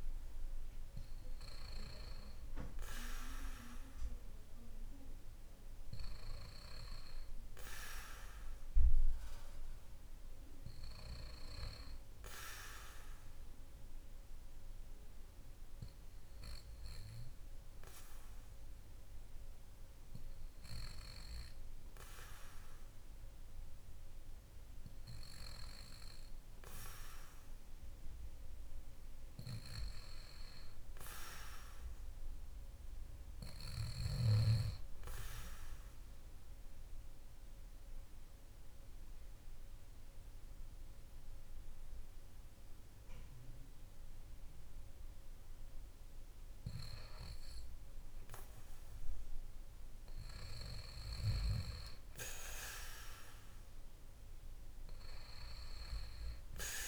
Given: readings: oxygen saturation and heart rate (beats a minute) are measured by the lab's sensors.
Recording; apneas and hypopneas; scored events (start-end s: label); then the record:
breathing in sleep by a room microphone; 1
35.00-46.00 s: obstructive apnea (oxygen 95% before, 90% lowest, heart rate 55 before, 56 extreme, up 3 after)
48.00-51.50 s: arousal
From the record:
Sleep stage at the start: N2 (light sleep); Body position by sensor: on the back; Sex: male